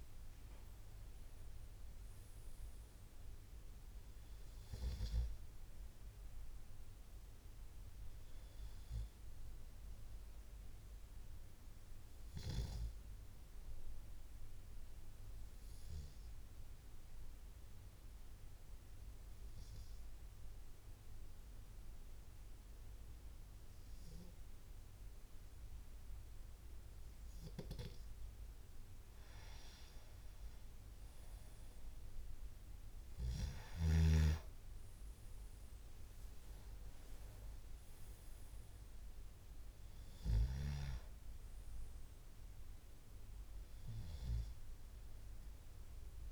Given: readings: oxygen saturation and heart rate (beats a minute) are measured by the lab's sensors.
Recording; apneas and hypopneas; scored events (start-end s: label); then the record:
breathing in sleep by a room microphone; 1
1.00-7.00 s: oxygen desaturation (device-marked, oxygen 96% before, 92% lowest, heart rate 72 before, 69 extreme)
13.50-28.50 s: obstructive apnea (oxygen 96% before, 91% lowest, heart rate 75 before, 69 extreme, up 8 after)
35.00-38.00 s: arousal
41.00-46.32 s: oxygen desaturation (device-marked, oxygen 96% before, 92% lowest, heart rate 76 before, 69 extreme)
From the record:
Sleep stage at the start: N2 (light sleep); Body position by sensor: on the left side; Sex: male